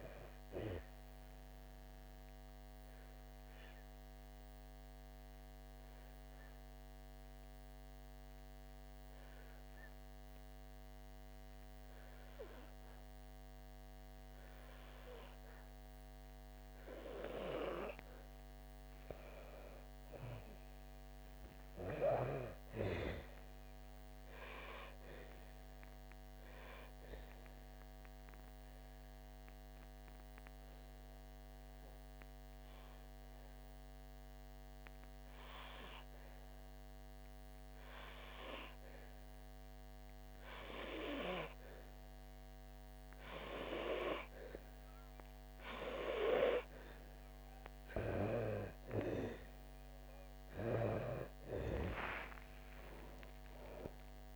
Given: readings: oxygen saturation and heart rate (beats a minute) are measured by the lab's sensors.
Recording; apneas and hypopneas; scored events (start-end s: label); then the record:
breathing in sleep by a microphone on the trachea; 2
2.50-18.50 s: obstructive apnea (oxygen 99% before, 92% lowest, heart rate 67 before, 59 extreme, up 11 after)
13.00-21.00 s: oxygen desaturation (device-marked, oxygen 96% before, 92% lowest, heart rate 65 before, 64 extreme)
19.50-23.00 s: arousal
29.50-48.00 s: obstructive apnea (oxygen 98% before, 92% lowest, heart rate 65 before, 62 extreme, up 8 after)
37.00-46.00 s: oxygen desaturation (device-marked, oxygen 96% before, 93% lowest, heart rate 68 before, 62 extreme)
49.00-54.00 s: arousal
From the record:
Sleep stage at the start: N2 (light sleep); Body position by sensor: on the back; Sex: female